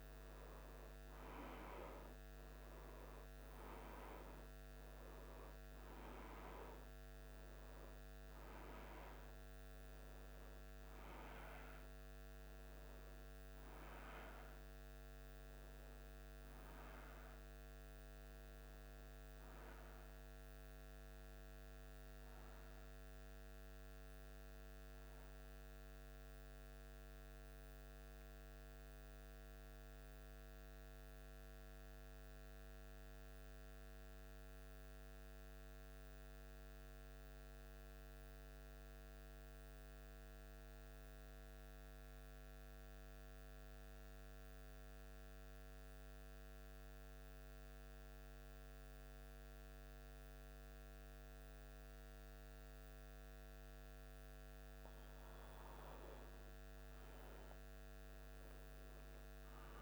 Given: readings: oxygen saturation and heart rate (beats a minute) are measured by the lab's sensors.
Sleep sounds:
breathing in sleep, hard to hear, by a microphone on the trachea; 1
18.50-22.00 s: arousal
25.50-54.00 s: central apnea (oxygen 95% before, 94% lowest, heart rate 77 before, 75 extreme, up 1 after)
56.50-59.50 s: arousal
From the record:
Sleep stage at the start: N2 (light sleep); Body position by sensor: on the back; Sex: male

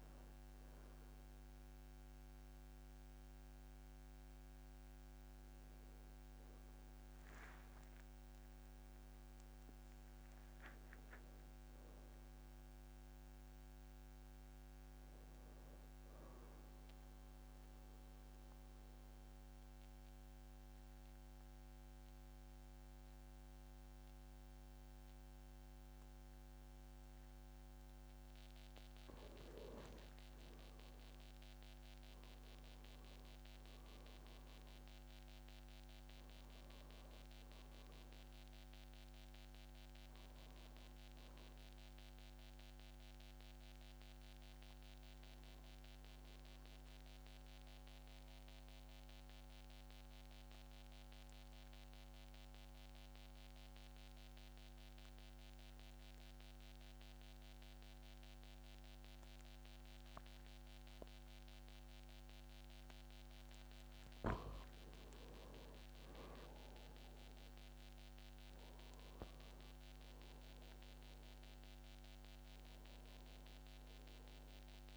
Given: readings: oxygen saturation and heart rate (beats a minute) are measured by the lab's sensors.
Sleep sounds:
breathing in sleep, hard to hear, by a microphone on the trachea; 2
0.00-16.00 s: oxygen desaturation (device-marked, oxygen 97% before, 91% lowest, heart rate 60 before, 55 extreme)
19.00-29.50 s: obstructive apnea (oxygen 97% before, 88% lowest, heart rate 61 before, 52 extreme, up 12 after)
31.00-35.00 s: arousal
37.00-53.00 s: oxygen desaturation (device-marked, oxygen 96% before, 91% lowest, heart rate 59 before, 52 extreme)
48.00-63.50 s: obstructive apnea (oxygen 97% before, 88% lowest, heart rate 61 before, 54 extreme, up 12 after)
65.00-68.50 s: arousal
65.00-74.97 s: oxygen desaturation (device-marked, oxygen 97% before, 88% lowest, heart rate 56 before, 53 extreme)
From the record:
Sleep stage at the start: N2 (light sleep); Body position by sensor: on the back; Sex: male

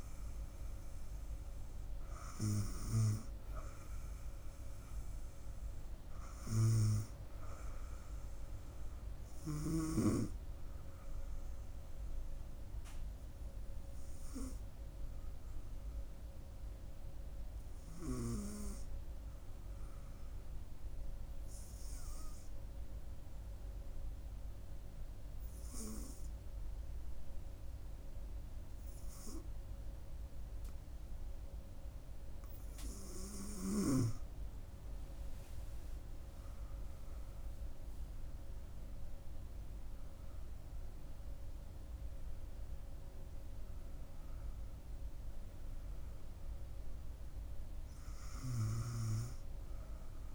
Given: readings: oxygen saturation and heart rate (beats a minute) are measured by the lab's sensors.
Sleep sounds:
breathing in sleep by a room microphone; 1
14.50-33.00 s: hypopnea (oxygen 97% before, 94% lowest, heart rate 71 before, 66 extreme, up 8 after)
37.50-41.00 s: arousal
From the record:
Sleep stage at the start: N2 (light sleep); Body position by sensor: on the front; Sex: female

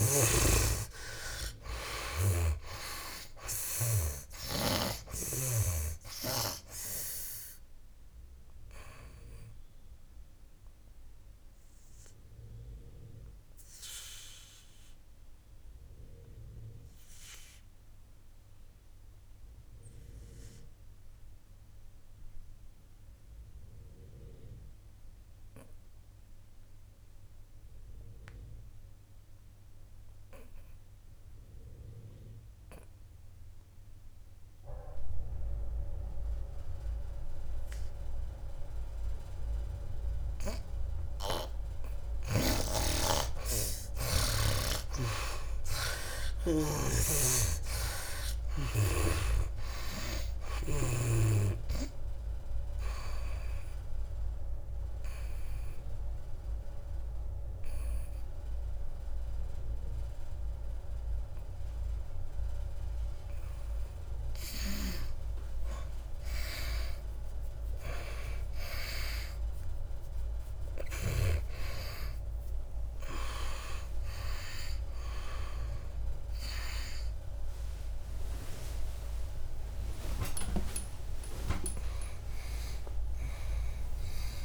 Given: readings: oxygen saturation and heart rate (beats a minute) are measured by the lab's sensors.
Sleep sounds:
breathing in sleep by a room microphone; 2
0.00-3.50 s: arousal
0.00-5.00 s: snoring (device-marked)
0.00-32.50 s: oxygen desaturation (device-marked, oxygen 68% lowest, heart rate 58 extreme)
7.00-42.50 s: obstructive apnea (oxygen 97% before, 66% lowest, heart rate 66 before, 58 extreme, up 17 after)
41.00-44.50 s: snoring (device-marked)
44.50-82.50 s: oxygen desaturation (device-marked, oxygen 96% before, 66% lowest, heart rate 60 before, 60 extreme)
45.50-50.00 s: arousal
54.00-66.00 s: obstructive apnea (oxygen 96% before, 66% lowest, heart rate 66 before, 60 extreme, up 11 after)
68.00-73.00 s: arousal
75.50-84.45 s: new sleep stage, N1 (lightest sleep)
77.50-84.45 s: tachycardia (device-marked, heart rate 65 before, 127 extreme)
82.00-84.00 s: long interval between heartbeats (device-marked, heart rate 71 before, 123 extreme)
From the record:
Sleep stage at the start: N2 (light sleep); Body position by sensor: on the back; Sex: male

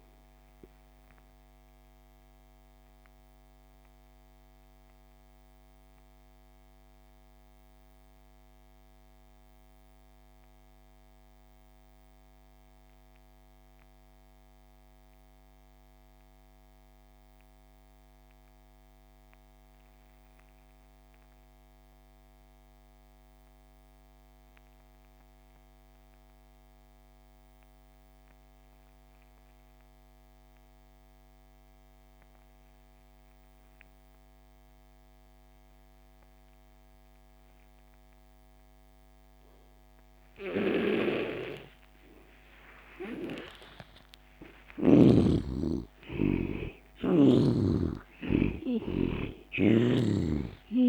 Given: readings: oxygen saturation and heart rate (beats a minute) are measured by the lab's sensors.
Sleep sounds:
breathing in sleep by a microphone on the trachea; 1
0.00-15.50 s: oxygen desaturation (device-marked, oxygen 73% lowest)
2.00-42.50 s: mixed apnea (oxygen 97% before, 73% lowest)
31.50-50.89 s: oxygen desaturation (device-marked, oxygen 98% before, 77% lowest)
44.00-49.50 s: arousal
49.00-50.89 s: snoring (device-marked)
From the record:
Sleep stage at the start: N2 (light sleep); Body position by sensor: on the back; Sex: male

